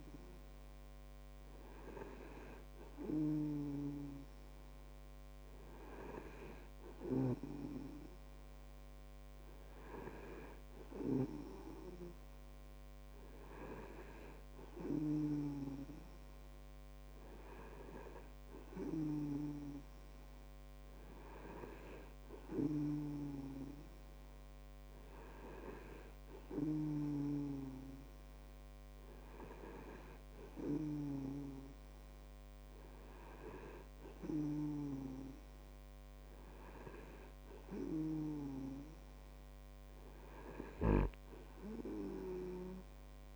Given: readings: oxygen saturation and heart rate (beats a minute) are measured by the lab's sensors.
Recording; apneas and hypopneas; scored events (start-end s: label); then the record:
breathing in sleep by a microphone on the trachea; none
none scored
From the record:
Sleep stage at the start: N2 (light sleep); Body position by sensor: on the back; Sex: male